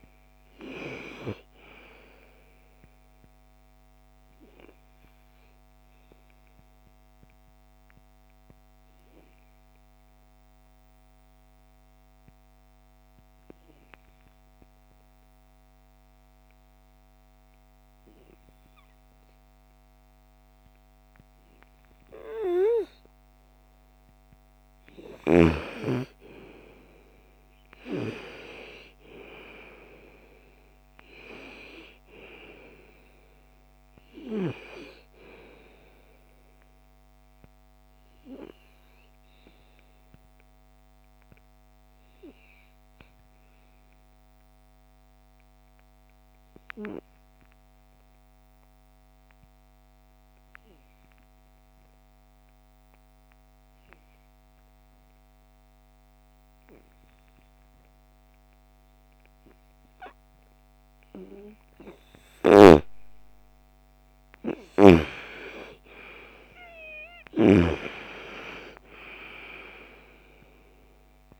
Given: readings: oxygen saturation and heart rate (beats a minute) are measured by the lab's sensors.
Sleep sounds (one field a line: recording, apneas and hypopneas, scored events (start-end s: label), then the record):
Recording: breathing in sleep by a microphone on the trachea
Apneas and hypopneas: 2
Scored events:
0.00-14.00 s: oxygen desaturation (device-marked, oxygen 80% lowest, heart rate 38 extreme)
3.00-23.00 s: obstructive apnea (oxygen 99% before, 80% lowest, heart rate 51 before, 47 extreme, up 22 after)
25.50-28.50 s: arousal
30.00-44.00 s: oxygen desaturation (device-marked, oxygen 98% before, 89% lowest, heart rate 56 before, 43 extreme)
36.00-60.00 s: obstructive apnea (oxygen 99% before, 82% lowest, heart rate 60 before, 43 extreme, up 14 after)
57.00-71.39 s: oxygen desaturation (device-marked, oxygen 98% before, 82% lowest, heart rate 60 before, 39 extreme)
61.50-65.00 s: arousal
61.50-67.00 s: snoring (device-marked)
From the record:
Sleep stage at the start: N2 (light sleep)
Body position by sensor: on the right side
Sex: female